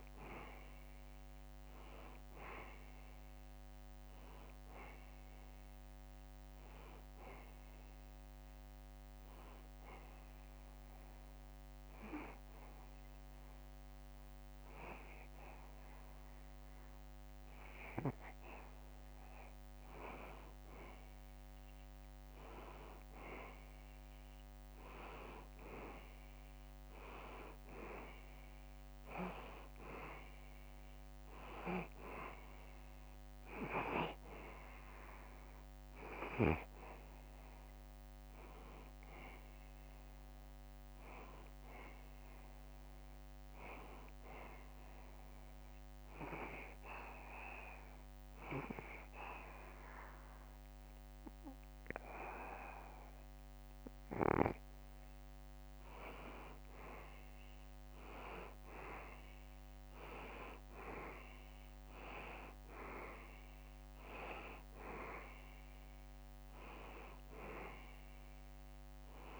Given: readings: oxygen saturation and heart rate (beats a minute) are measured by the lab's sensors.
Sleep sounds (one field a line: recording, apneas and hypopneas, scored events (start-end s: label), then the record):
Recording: breathing in sleep by a microphone on the trachea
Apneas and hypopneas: 2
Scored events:
0.00-10.00 s: oxygen desaturation (device-marked, oxygen 89% lowest, heart rate 72 extreme)
10.00-20.00 s: obstructive apnea (oxygen 94% before, 89% lowest, heart rate 74 before, 72 extreme, up 1 after)
22.50-26.00 s: arousal
29.00-46.00 s: oxygen desaturation (device-marked, oxygen 95% before, 90% lowest, heart rate 73 before, 71 extreme)
46.00-56.50 s: hypopnea (oxygen 95% before, 88% lowest, heart rate 73 before, 70 extreme, up 2 after)
60.00-63.50 s: arousal
61.00-69.40 s: oxygen desaturation (device-marked, oxygen 94% before, 89% lowest, heart rate 72 before, 69 extreme)
From the record:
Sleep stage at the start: N2 (light sleep)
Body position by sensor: on the back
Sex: male